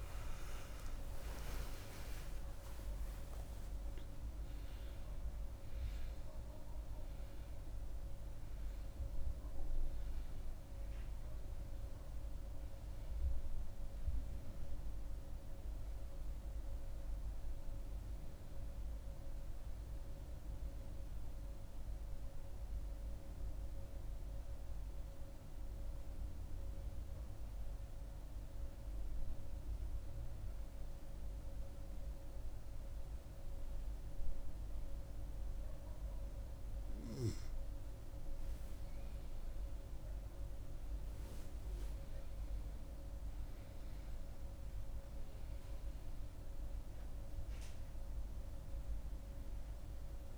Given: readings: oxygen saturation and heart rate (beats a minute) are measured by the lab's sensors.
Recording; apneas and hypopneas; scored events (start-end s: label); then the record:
breathing in sleep, hard to hear, by a room microphone; 1
0.00-8.00 s: oxygen desaturation (device-marked, oxygen 91% lowest, heart rate 73 extreme)
15.00-50.38 s: new sleep stage, N2 (light sleep)
22.50-36.00 s: central apnea (oxygen 98% before, 89% lowest, heart rate 92 before, 70 extreme, up 7 after)
39.00-42.50 s: arousal
39.00-50.38 s: oxygen desaturation (device-marked, oxygen 96% before, 89% lowest, heart rate 77 before, 69 extreme)
From the record:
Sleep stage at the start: N1 (lightest sleep); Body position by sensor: on the back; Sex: female